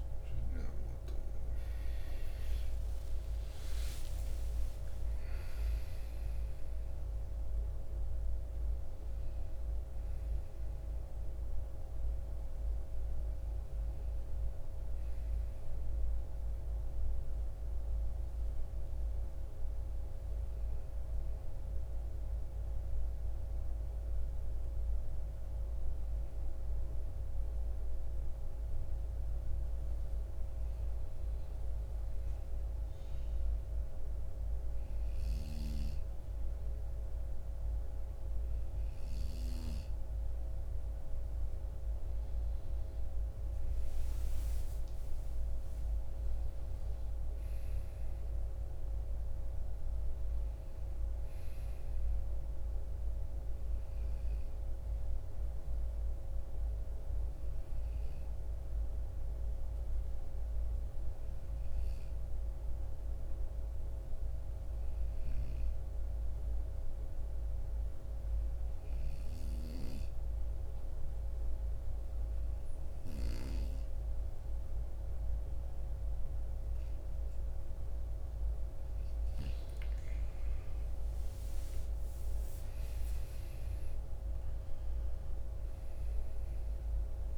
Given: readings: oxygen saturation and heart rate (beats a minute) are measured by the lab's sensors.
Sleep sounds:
breathing in sleep, hard to hear, by a room microphone; 2
0.00-3.00 s: arousal
0.00-20.50 s: oxygen desaturation (device-marked, oxygen 90% lowest, heart rate 52 extreme)
23.00-41.00 s: hypopnea (oxygen 98% before, 89% lowest, heart rate 73 before, 53 extreme, up 8 after)
35.50-66.50 s: oxygen desaturation (device-marked, oxygen 98% before, 94% lowest, heart rate 54 before, 57 extreme)
45.00-49.00 s: arousal
64.50-78.00 s: obstructive apnea (oxygen 98% before, 89% lowest, heart rate 60 before, 58 extreme, up 11 after)
77.50-87.38 s: oxygen desaturation (device-marked, oxygen 95% before, 89% lowest, heart rate 59 before, 54 extreme)
80.50-83.50 s: arousal
From the record:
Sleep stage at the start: N2 (light sleep); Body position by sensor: on the right side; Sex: male

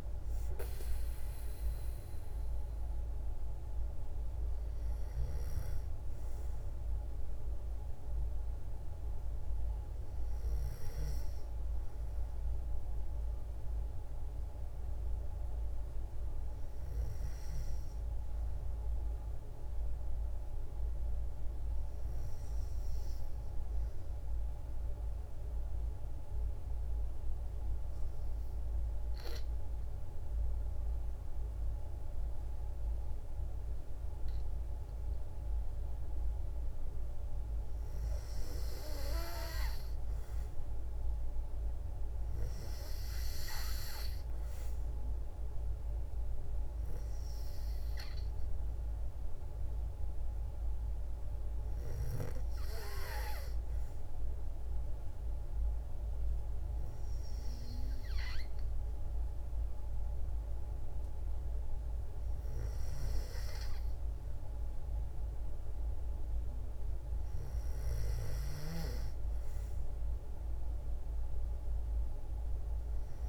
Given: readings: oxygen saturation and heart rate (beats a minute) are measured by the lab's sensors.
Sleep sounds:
breathing in sleep by a room microphone; 1
24.00-36.50 s: obstructive apnea (oxygen 96% before, 88% lowest, heart rate 56 before, 55 extreme, up 1 after)
36.50-64.50 s: oxygen desaturation (device-marked, oxygen 96% before, 88% lowest, heart rate 58 before, 55 extreme)
37.00-41.00 s: arousal
From the record:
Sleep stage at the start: N2 (light sleep); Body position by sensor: on the back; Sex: female

